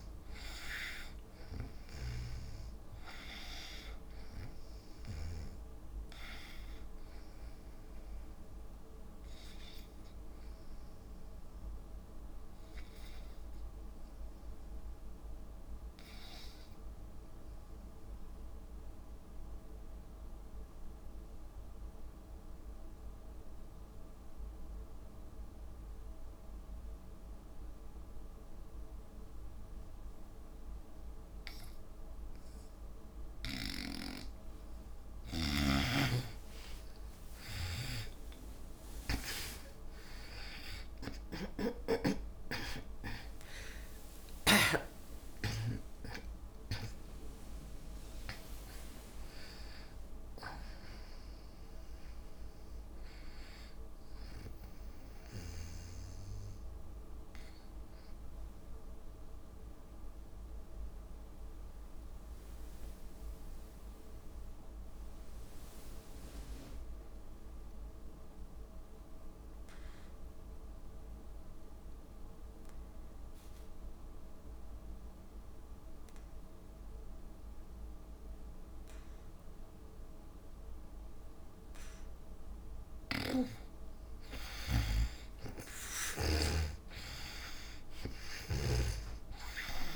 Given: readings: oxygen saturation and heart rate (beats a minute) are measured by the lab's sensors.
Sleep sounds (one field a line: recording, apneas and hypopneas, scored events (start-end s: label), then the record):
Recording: breathing in sleep by a room microphone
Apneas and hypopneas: 2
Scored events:
0.00-14.00 s: oxygen desaturation (device-marked, oxygen 88% lowest, heart rate 55 extreme)
2.00-5.50 s: snoring (device-marked)
11.00-33.50 s: obstructive apnea (oxygen 98% before, 81% lowest, heart rate 68 before, 55 extreme, up 58 after)
29.00-57.00 s: oxygen desaturation (device-marked, oxygen 98% before, 81% lowest, heart rate 56 before, 56 extreme)
35.50-39.50 s: arousal
36.00-45.50 s: snoring (device-marked)
37.00-45.00 s: tachycardia (device-marked, heart rate 64 before, 125 extreme)
38.00-40.00 s: long interval between heartbeats (device-marked, heart rate 59 before, 95 extreme)
40.00-42.00 s: long interval between heartbeats (device-marked, heart rate 63 before, 112 extreme)
44.50-46.50 s: long interval between heartbeats (device-marked, heart rate 75 before, 117 extreme)
45.00-58.00 s: drop in pulse transit time (device-marked, heart rate 78 before, 65 extreme)
57.50-83.50 s: obstructive apnea (oxygen 97% before, 83% lowest, heart rate 95 before, 54 extreme, up 9 after)
68.00-70.00 s: long interval between heartbeats (device-marked, heart rate 68 before, 68 extreme)
77.00-89.96 s: oxygen desaturation (device-marked, oxygen 99% before, 83% lowest, heart rate 63 before, 54 extreme)
83.00-86.50 s: snoring (device-marked)
85.00-89.50 s: arousal
From the record:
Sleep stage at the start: N2 (light sleep)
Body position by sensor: on the back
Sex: female